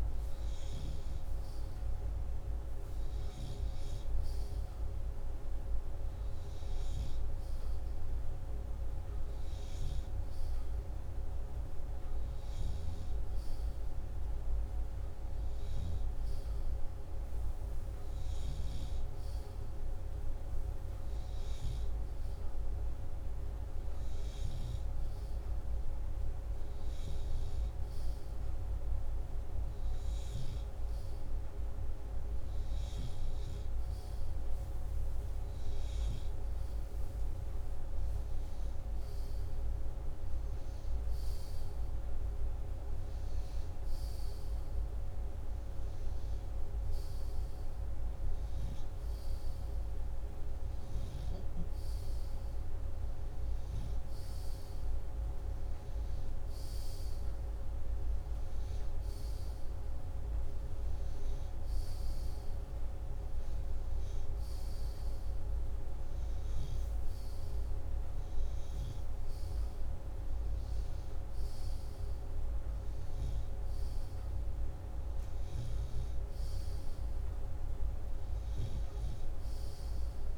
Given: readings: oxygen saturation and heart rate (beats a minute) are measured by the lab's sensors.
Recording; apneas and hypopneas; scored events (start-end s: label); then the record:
breathing in sleep, hard to hear, by a room microphone; none
none scored
From the record:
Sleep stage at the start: N2 (light sleep); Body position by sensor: upright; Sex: male